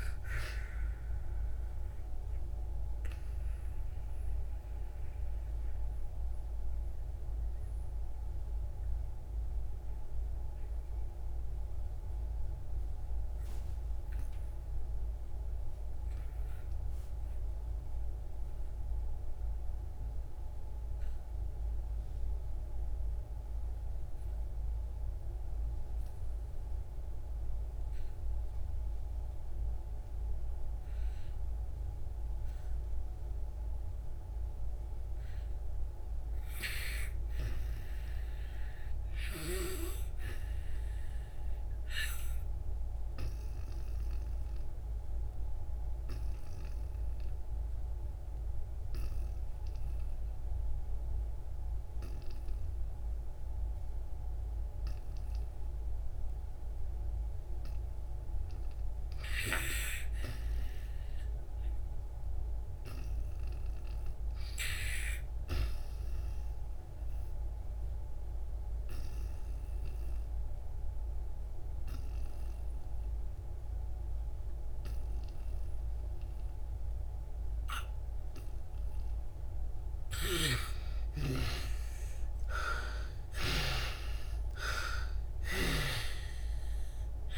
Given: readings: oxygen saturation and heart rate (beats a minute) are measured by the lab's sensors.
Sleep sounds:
breathing in sleep by a room microphone; 2
0.00-26.50 s: oxygen desaturation (device-marked, oxygen 67% lowest, heart rate 56 extreme)
4.50-57.50 s: mixed apnea (oxygen 96% before, 55% lowest, heart rate 78 before, 54 extreme)
33.50-63.50 s: oxygen desaturation (device-marked, oxygen 95% before, 63% lowest, heart rate 80 before, 54 extreme)
60.50-63.50 s: arousal
65.50-87.38 s: oxygen desaturation (device-marked, oxygen 76% before, 55% lowest, heart rate 63 before, 63 extreme)
67.50-80.50 s: obstructive apnea (oxygen 81% before, 55% lowest, heart rate 62 before, 63 extreme, up 8 after)
84.00-87.38 s: arousal
From the record:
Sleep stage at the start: REM sleep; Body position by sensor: on the back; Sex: female

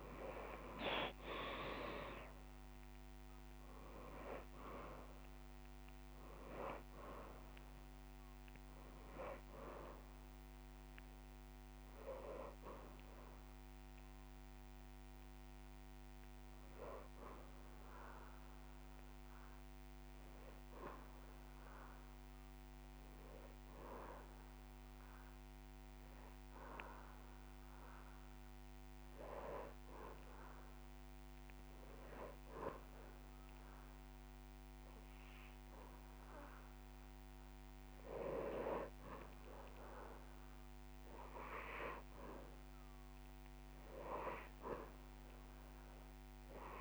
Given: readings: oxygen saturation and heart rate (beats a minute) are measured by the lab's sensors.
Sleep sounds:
breathing in sleep by a microphone on the trachea; 1
0.00-8.00 s: drop in pulse transit time (device-marked)
0.00-20.00 s: oxygen desaturation (device-marked, oxygen 93% lowest)
2.50-4.50 s: long interval between heartbeats (device-marked)
9.00-11.00 s: long interval between heartbeats (device-marked)
15.50-17.50 s: long interval between heartbeats (device-marked)
21.50-38.50 s: hypopnea (oxygen 98% before, 89% lowest)
22.00-40.00 s: oxygen desaturation (device-marked, oxygen 95% before, 89% lowest)
38.00-40.00 s: long interval between heartbeats (device-marked)
40.00-43.50 s: arousal
44.00-46.81 s: drop in pulse transit time (device-marked)
From the record:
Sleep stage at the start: N2 (light sleep); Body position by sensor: on the back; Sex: male

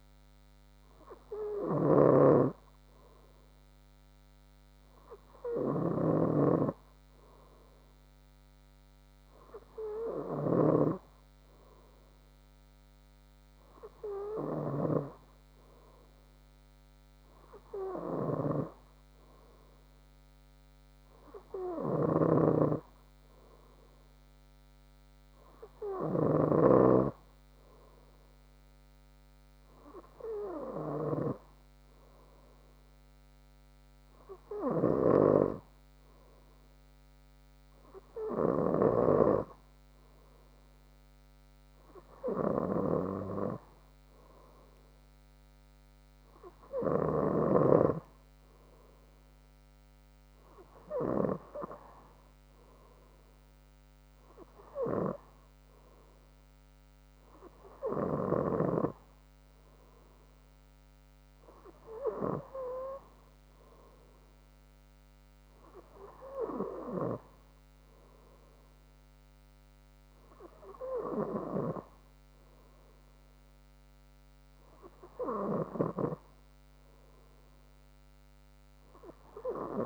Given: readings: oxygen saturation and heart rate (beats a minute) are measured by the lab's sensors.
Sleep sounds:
breathing in sleep by a microphone on the trachea; none
0.00-2.50 s: snoring (device-marked)
From the record:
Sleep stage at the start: N3 (deep sleep); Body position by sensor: on the front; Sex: female

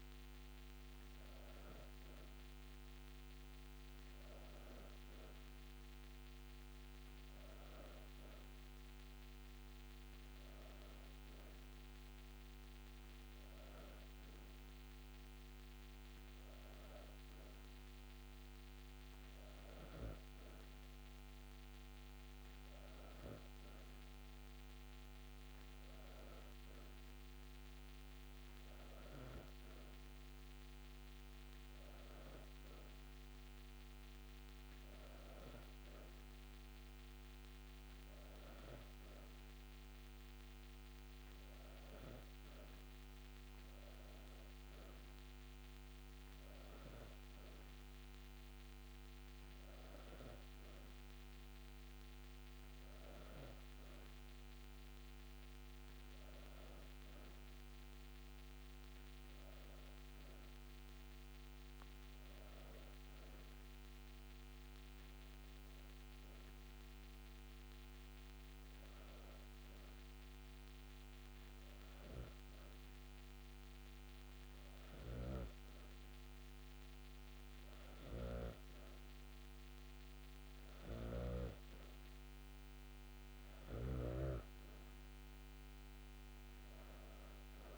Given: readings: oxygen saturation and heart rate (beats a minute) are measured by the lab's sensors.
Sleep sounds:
breathing in sleep, hard to hear, by a microphone on the trachea; none
75.00-84.50 s: snoring (device-marked)
From the record:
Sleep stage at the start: N2 (light sleep); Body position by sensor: on the back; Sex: female

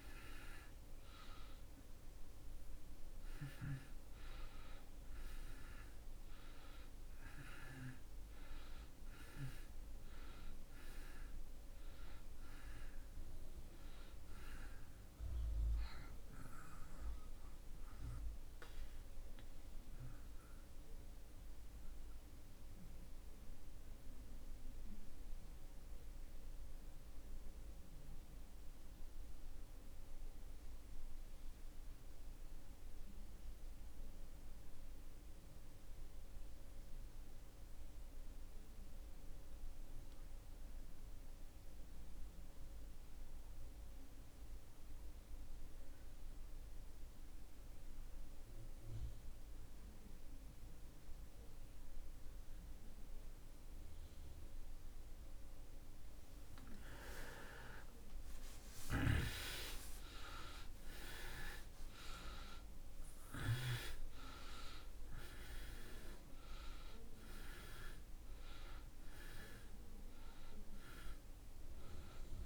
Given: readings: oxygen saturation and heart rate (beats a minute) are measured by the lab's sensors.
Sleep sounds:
breathing in sleep by a room microphone; 1
0.00-32.50 s: oxygen desaturation (device-marked, oxygen 80% lowest)
20.50-53.00 s: mixed apnea (oxygen 98% before, 65% lowest)
46.50-72.46 s: oxygen desaturation (device-marked, oxygen 96% before, 65% lowest)
54.50-59.50 s: arousal
From the record:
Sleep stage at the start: REM sleep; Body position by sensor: on the back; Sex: male

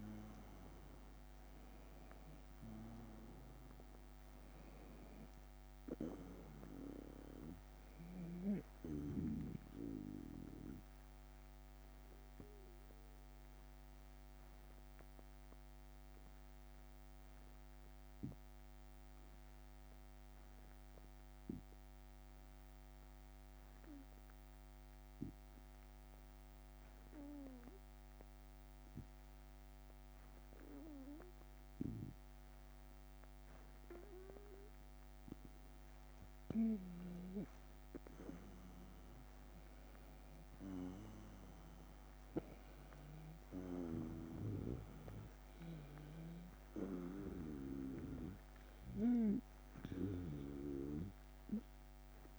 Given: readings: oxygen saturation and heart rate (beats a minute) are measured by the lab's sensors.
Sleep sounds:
breathing in sleep by a microphone on the trachea; 1
0.00-3.00 s: oxygen desaturation (device-marked, oxygen 92% lowest, heart rate 77 extreme)
10.50-35.00 s: obstructive apnea (oxygen 97% before, 92% lowest, heart rate 80 before, 76 extreme, up 5 after)
38.50-43.50 s: arousal
From the record:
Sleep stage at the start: N2 (light sleep); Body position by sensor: on the right side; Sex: male

